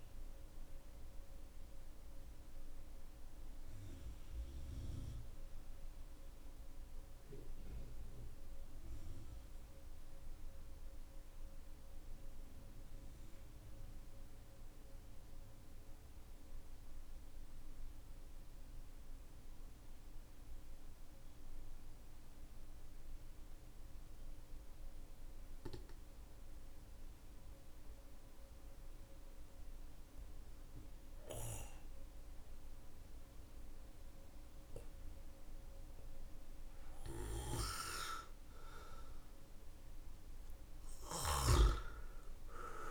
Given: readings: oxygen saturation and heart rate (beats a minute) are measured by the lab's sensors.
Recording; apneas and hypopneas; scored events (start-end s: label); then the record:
breathing in sleep by a room microphone; 1
0.00-22.00 s: oxygen desaturation (device-marked, oxygen 91% lowest, heart rate 44 extreme)
12.00-36.50 s: obstructive apnea (oxygen 95% before, 92% lowest, heart rate 55 before, 41 extreme, up 8 after)
38.50-41.50 s: arousal
40.50-42.91 s: snoring (device-marked)
From the record:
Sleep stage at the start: N2 (light sleep); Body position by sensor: on the back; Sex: male